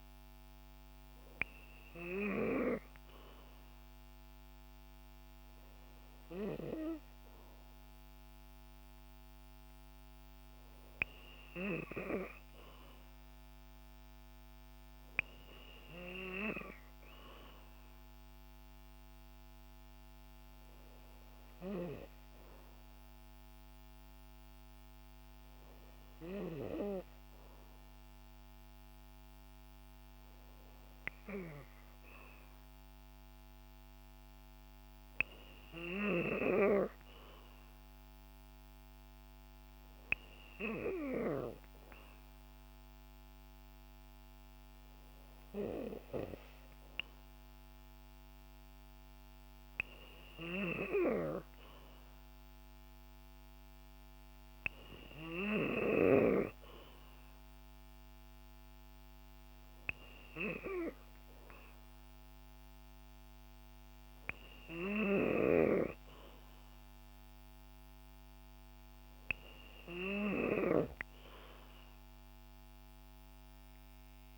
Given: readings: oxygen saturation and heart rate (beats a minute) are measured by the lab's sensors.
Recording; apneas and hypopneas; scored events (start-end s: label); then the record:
breathing in sleep by a microphone on the trachea; none
none scored
From the record:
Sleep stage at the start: N3 (deep sleep); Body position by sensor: on the back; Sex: female